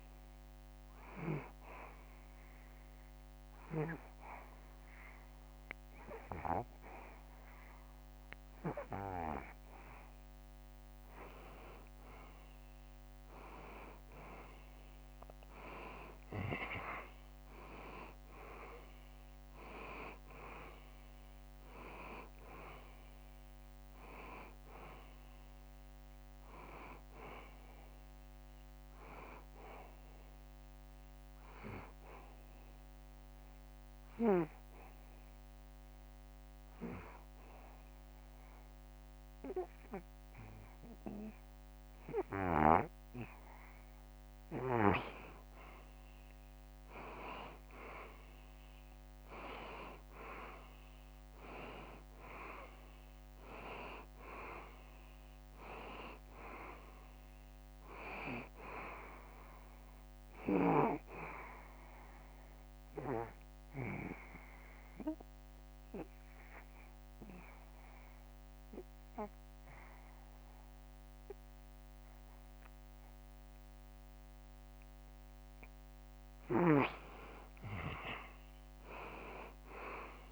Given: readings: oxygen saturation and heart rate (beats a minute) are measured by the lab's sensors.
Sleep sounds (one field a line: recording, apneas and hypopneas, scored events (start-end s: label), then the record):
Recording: breathing in sleep by a microphone on the trachea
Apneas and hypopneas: 3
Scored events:
1.00-11.50 s: obstructive apnea (oxygen 95% before, 89% lowest, heart rate 73 before, 71 extreme, up 1 after)
16.50-34.50 s: oxygen desaturation (device-marked, oxygen 94% before, 90% lowest, heart rate 73 before, 70 extreme)
23.50-27.00 s: arousal
32.50-44.00 s: obstructive apnea (oxygen 94% before, 88% lowest, heart rate 74 before, 70 extreme, up 0 after)
47.50-52.00 s: arousal
50.50-71.50 s: oxygen desaturation (device-marked, oxygen 95% before, 89% lowest, heart rate 72 before, 70 extreme)
63.00-76.00 s: obstructive apnea (oxygen 95% before, 88% lowest, heart rate 72 before, 70 extreme, up 3 after)
78.50-80.32 s: arousal
From the record:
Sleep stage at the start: N2 (light sleep)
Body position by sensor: on the back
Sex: male